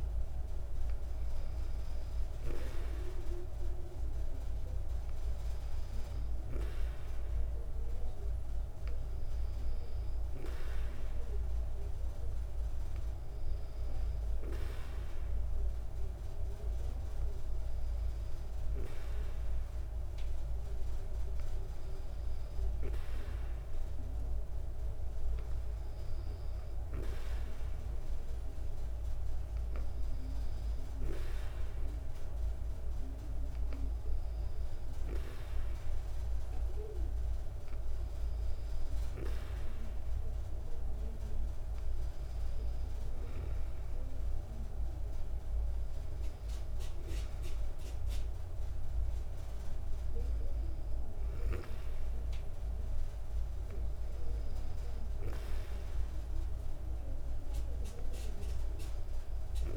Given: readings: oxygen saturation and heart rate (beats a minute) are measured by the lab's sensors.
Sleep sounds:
breathing in sleep by a room microphone; none
none scored
From the record:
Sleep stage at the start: N2 (light sleep); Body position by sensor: on the back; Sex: female

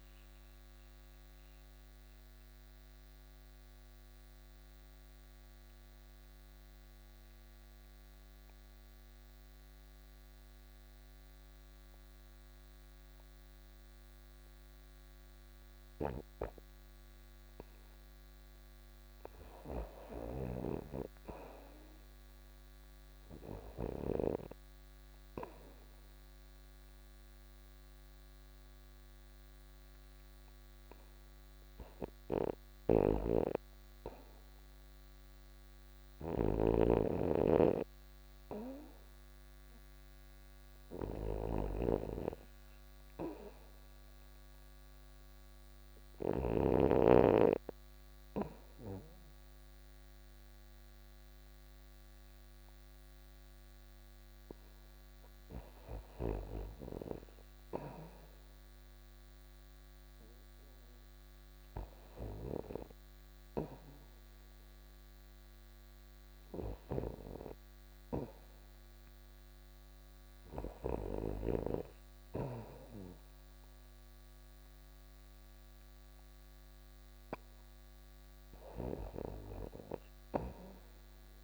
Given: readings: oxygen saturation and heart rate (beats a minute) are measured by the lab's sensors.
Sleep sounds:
breathing in sleep by a microphone on the trachea; 2
0.00-7.50 s: oxygen desaturation (device-marked, oxygen 76% lowest, heart rate 82 extreme)
0.50-16.50 s: mixed apnea (oxygen 93% before, 76% lowest, heart rate 92 before, 85 extreme, up 0 after)
9.50-34.50 s: oxygen desaturation (device-marked, oxygen 99% before, 78% lowest, heart rate 96 before, 85 extreme)
18.00-21.00 s: arousal
19.50-23.50 s: snoring (device-marked)
25.50-39.00 s: hypopnea (oxygen 99% before, 78% lowest, heart rate 88 before, 87 extreme, up 3 after)
32.00-46.00 s: snoring (device-marked)
40.50-54.50 s: oxygen desaturation (device-marked, oxygen 88% before, 80% lowest, heart rate 88 before, 90 extreme)
41.50-45.00 s: arousal
63.50-70.50 s: oxygen desaturation (device-marked, oxygen 86% before, 79% lowest, heart rate 90 before, 93 extreme)
From the record:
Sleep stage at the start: REM sleep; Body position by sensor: on the back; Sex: female

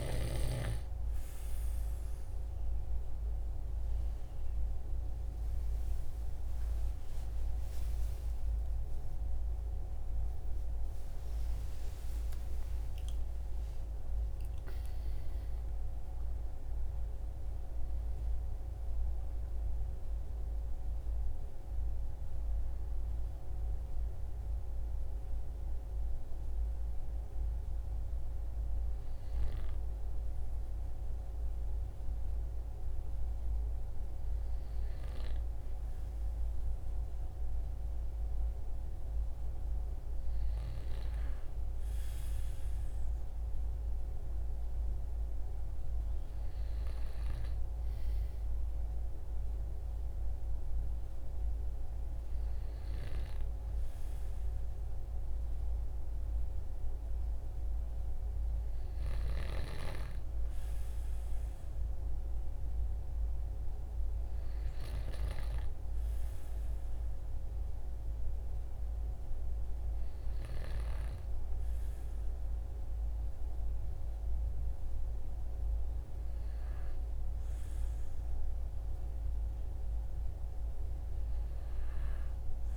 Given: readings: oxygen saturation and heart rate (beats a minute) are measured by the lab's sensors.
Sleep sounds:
breathing in sleep, hard to hear, by a room microphone; none
7.00-13.00 s: arousal
From the record:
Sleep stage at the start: N2 (light sleep); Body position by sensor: on the back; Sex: male

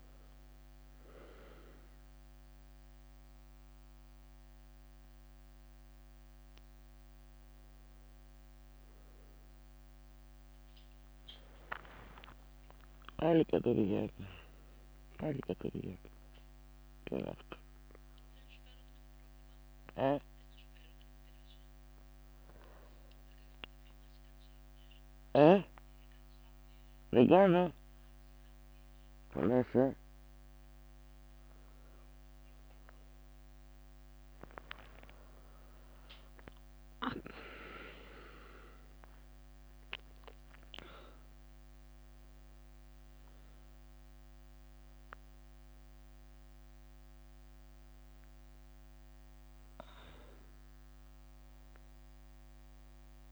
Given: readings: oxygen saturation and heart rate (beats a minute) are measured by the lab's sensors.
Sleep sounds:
a person awake in a sleep study, by a microphone on the trachea; none
0.00-1.50 s: leg movement (device-marked)
2.00-12.50 s: leg movement (device-marked)
12.00-14.00 s: long interval between heartbeats (device-marked, heart rate 76 before, 80 extreme)
22.50-24.50 s: long interval between heartbeats (device-marked, heart rate 75 before, 90 extreme)
29.50-32.50 s: leg movement (device-marked)
34.00-35.50 s: leg movement (device-marked)
35.50-36.50 s: leg movement (device-marked)
51.00-52.50 s: leg movement (device-marked)
From the record:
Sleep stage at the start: awake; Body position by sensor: on the back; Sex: female

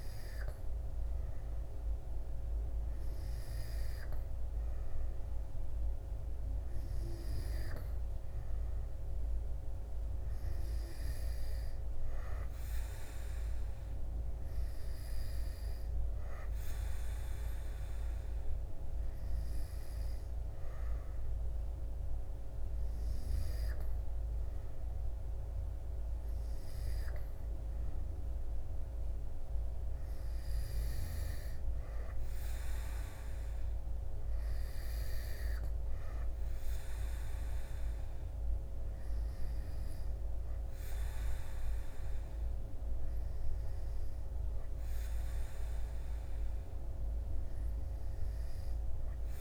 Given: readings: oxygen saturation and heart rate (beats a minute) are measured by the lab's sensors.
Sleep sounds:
breathing in sleep, hard to hear, by a room microphone; none
none scored
From the record:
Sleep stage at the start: N2 (light sleep); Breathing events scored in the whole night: 108 in 7.0 hours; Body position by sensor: on the back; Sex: male

